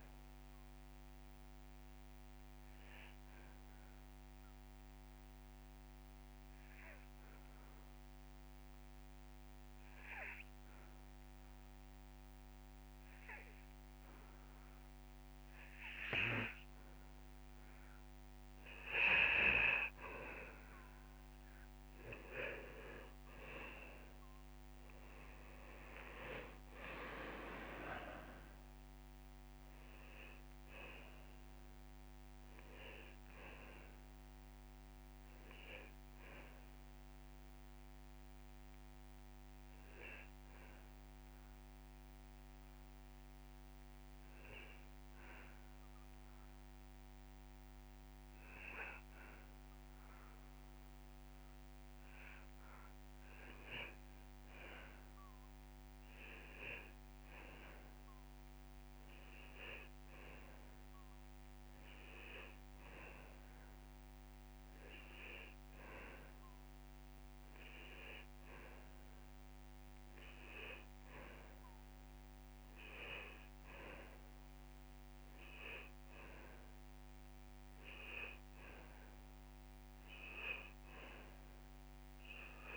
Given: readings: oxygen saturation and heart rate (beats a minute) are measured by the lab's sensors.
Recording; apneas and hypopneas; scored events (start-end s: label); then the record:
breathing in sleep by a microphone on the trachea; 2
0.00-2.50 s: oxygen desaturation (device-marked, oxygen 93% lowest)
0.00-9.50 s: drop in pulse transit time (device-marked)
2.50-18.50 s: obstructive apnea (oxygen 98% before, 90% lowest)
22.50-26.00 s: arousal
27.50-63.50 s: oxygen desaturation (device-marked, oxygen 98% before, 90% lowest)
39.50-54.00 s: hypopnea (oxygen 98% before, 90% lowest)
51.50-57.50 s: drop in pulse transit time (device-marked)
52.50-54.50 s: long interval between heartbeats (device-marked)
56.50-60.00 s: arousal
From the record:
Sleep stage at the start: N2 (light sleep); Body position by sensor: on the back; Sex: male